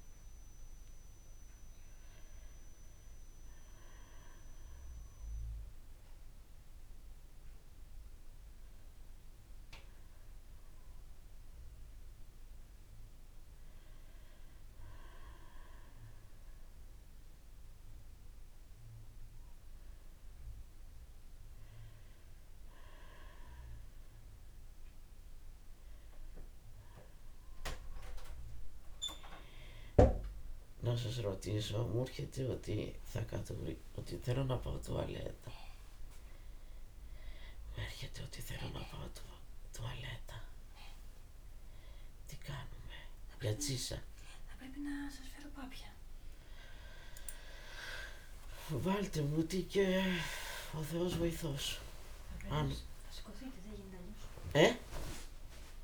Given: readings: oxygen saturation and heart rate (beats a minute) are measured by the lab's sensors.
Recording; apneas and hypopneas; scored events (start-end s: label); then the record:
a person partly awake in a sleep study, by a room microphone; 1
4.00-27.00 s: hypopnea (oxygen 96% before, 92% lowest)
41.00-55.84 s: new sleep stage, awake
From the record:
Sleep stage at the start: N2 (light sleep); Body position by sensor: on the back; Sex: female